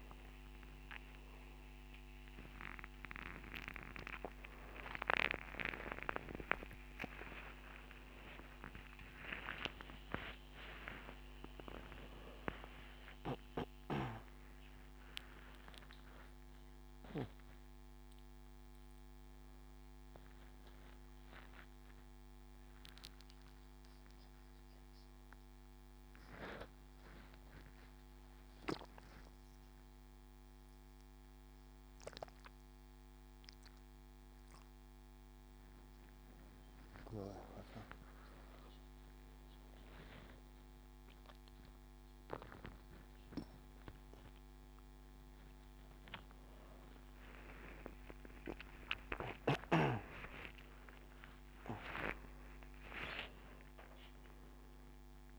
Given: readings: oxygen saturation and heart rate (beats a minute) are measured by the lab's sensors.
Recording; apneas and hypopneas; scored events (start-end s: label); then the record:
a person awake in a sleep study, by a microphone on the trachea; none
none scored
From the record:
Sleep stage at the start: awake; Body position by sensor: on the right side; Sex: male